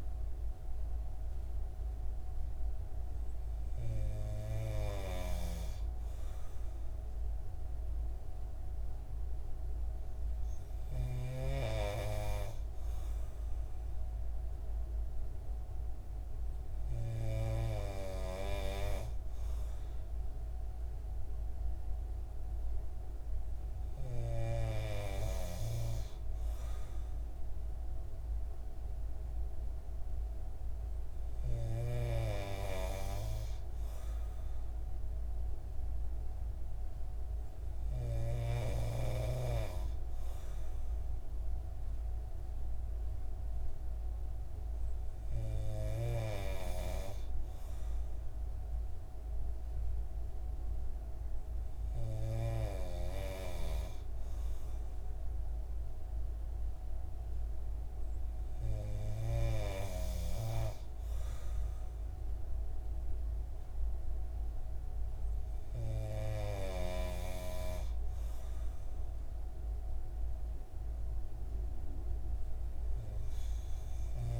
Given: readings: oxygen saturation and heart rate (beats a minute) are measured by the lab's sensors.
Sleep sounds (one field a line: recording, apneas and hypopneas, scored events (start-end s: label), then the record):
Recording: breathing in sleep by a room microphone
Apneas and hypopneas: none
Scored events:
none scored
From the record:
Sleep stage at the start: N3 (deep sleep)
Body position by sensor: on the right side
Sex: male